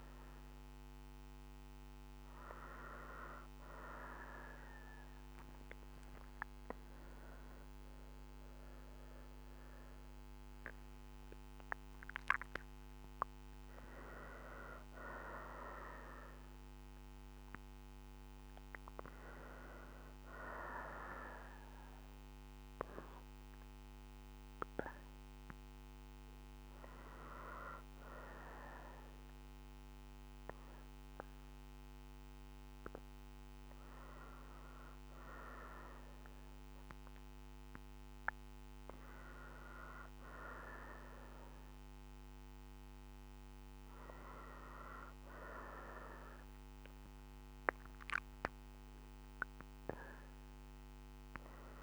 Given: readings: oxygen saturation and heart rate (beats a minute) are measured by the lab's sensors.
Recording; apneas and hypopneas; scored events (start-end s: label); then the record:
breathing in sleep by a microphone on the trachea; none
5.00-9.50 s: arousal
49.50-51.83 s: arousal
From the record:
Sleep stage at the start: N2 (light sleep); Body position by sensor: on the right side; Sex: female